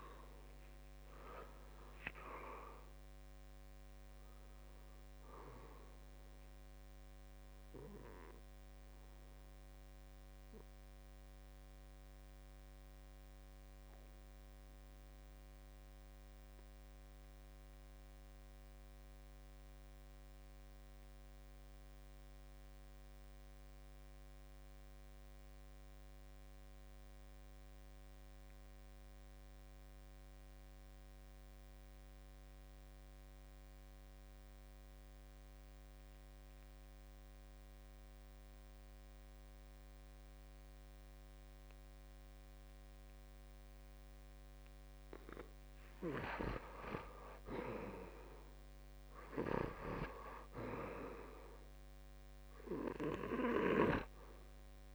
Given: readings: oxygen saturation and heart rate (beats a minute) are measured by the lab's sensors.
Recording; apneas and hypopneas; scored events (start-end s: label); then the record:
breathing in sleep by a microphone on the trachea; 1
0.00-17.00 s: oxygen desaturation (device-marked, oxygen 80% lowest, heart rate 64 extreme)
11.50-45.00 s: obstructive apnea (oxygen 91% before, 78% lowest, heart rate 70 before, 64 extreme, up 8 after)
35.00-54.95 s: oxygen desaturation (device-marked, oxygen 97% before, 78% lowest, heart rate 67 before, 64 extreme)
47.50-51.50 s: arousal
From the record:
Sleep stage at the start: N2 (light sleep); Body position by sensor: on the back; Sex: male